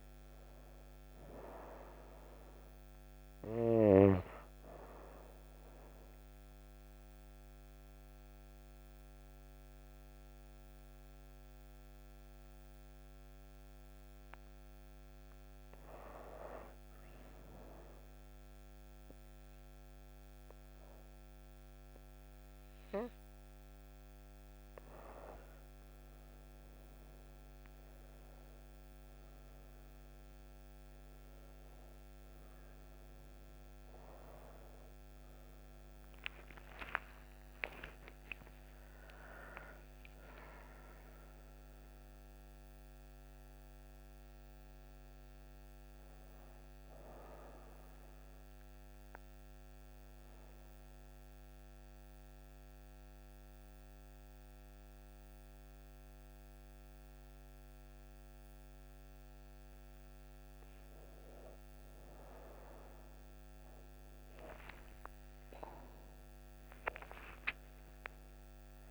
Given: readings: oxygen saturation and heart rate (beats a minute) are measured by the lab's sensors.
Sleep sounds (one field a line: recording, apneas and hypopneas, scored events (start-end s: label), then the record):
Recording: breathing in sleep by a microphone on the trachea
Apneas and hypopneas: 2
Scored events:
5.50-16.00 s: obstructive apnea (oxygen 97% before, 94% lowest)
17.50-21.00 s: arousal
32.00-48.00 s: oxygen desaturation (device-marked, oxygen 97% before, 94% lowest)
37.00-43.00 s: arousal
48.00-59.50 s: obstructive apnea (oxygen 97% before, 94% lowest)
61.00-67.50 s: arousal
From the record:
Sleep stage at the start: N2 (light sleep)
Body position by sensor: on the right side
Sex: female